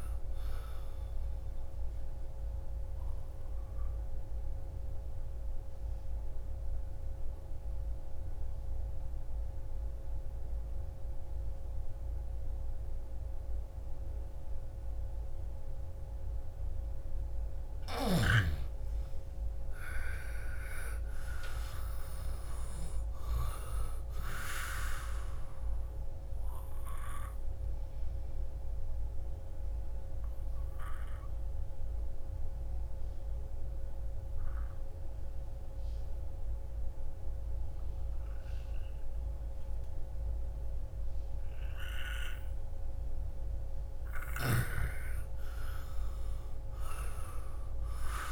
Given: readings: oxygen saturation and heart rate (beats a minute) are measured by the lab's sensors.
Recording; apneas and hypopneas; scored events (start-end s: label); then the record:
breathing in sleep by a room microphone; 2
1.50-16.50 s: obstructive apnea (oxygen 98% before, 85% lowest, heart rate 57 before, 29 extreme, up 12 after)
18.00-21.50 s: arousal
23.00-48.00 s: oxygen desaturation (device-marked, oxygen 96% before, 85% lowest, heart rate 57 before, 29 extreme)
26.00-44.00 s: obstructive apnea (oxygen 97% before, 85% lowest, heart rate 58 before, 29 extreme, up 29 after)
46.50-48.32 s: arousal
From the record:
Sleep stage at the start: N2 (light sleep); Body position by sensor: on the left side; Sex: female